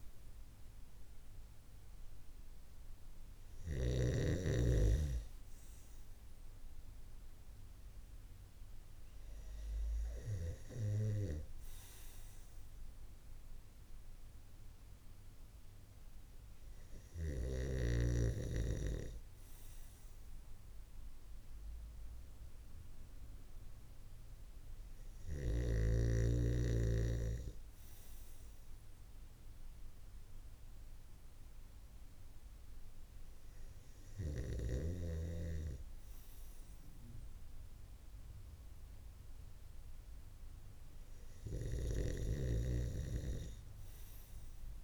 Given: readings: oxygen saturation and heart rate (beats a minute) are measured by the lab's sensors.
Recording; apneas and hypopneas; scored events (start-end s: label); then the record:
breathing in sleep by a room microphone; none
none scored
From the record:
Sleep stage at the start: N2 (light sleep); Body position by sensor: on the right side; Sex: male